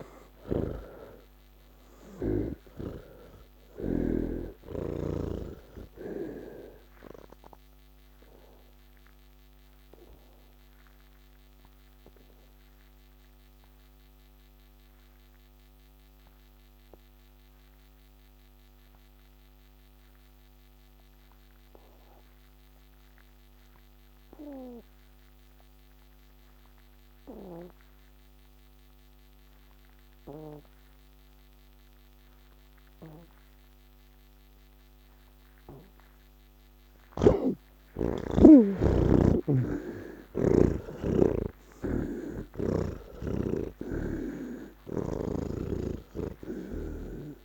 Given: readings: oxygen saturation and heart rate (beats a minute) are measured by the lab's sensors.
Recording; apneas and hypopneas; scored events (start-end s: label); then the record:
breathing in sleep by a microphone on the trachea; 1
0.00-3.00 s: snoring (device-marked)
0.00-21.50 s: oxygen desaturation (device-marked, oxygen 75% lowest)
8.00-36.00 s: obstructive apnea (oxygen 98% before, 75% lowest)
32.50-47.45 s: oxygen desaturation (device-marked, oxygen 99% before, 77% lowest, heart rate 113 before, 167 extreme)
42.00-45.50 s: snoring (device-marked)
From the record:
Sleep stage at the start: N1 (lightest sleep); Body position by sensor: on the back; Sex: male